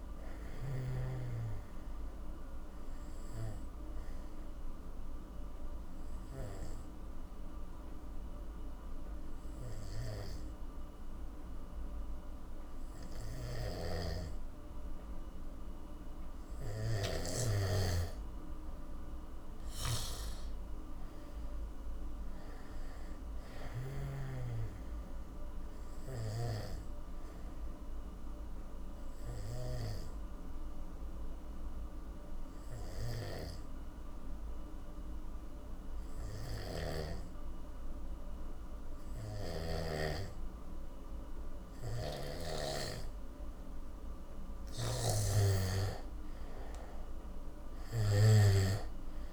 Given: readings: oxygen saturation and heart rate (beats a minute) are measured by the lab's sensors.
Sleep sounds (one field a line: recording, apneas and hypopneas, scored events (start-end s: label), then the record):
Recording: breathing in sleep by a room microphone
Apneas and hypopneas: 2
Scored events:
0.00-15.50 s: oxygen desaturation (device-marked, oxygen 89% lowest, heart rate 48 extreme)
1.50-16.50 s: obstructive apnea (oxygen 98% before, 87% lowest, heart rate 57 before, 48 extreme, up 20 after)
13.50-17.50 s: snoring (device-marked)
18.50-22.50 s: arousal
23.50-42.50 s: oxygen desaturation (device-marked, oxygen 97% before, 91% lowest, heart rate 56 before, 48 extreme)
27.00-44.00 s: obstructive apnea (oxygen 97% before, 87% lowest, heart rate 58 before, 49 extreme, up 21 after)
39.00-42.50 s: snoring (device-marked)
44.50-48.50 s: snoring (device-marked)
46.00-49.33 s: arousal
From the record:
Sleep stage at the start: N2 (light sleep)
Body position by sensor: on the back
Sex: male